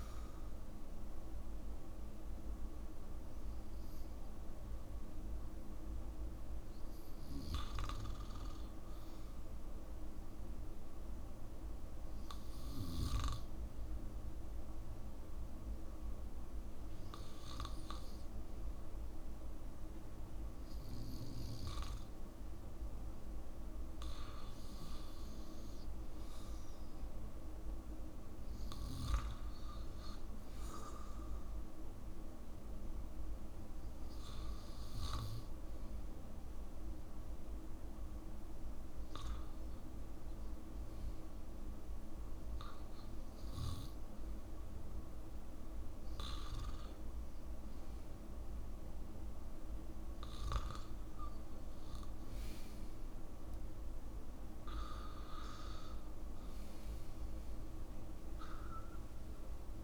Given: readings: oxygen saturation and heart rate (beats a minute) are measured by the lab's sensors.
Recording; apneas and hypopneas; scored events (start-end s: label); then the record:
breathing in sleep by a room microphone; 1
3.50-22.00 s: hypopnea (oxygen 94% before, 91% lowest, heart rate 75 before, 68 extreme, up 3 after)
25.00-29.00 s: arousal
36.00-56.00 s: oxygen desaturation (device-marked, oxygen 96% before, 91% lowest, heart rate 70 before, 62 extreme)
From the record:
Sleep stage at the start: N2 (light sleep); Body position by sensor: on the back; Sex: male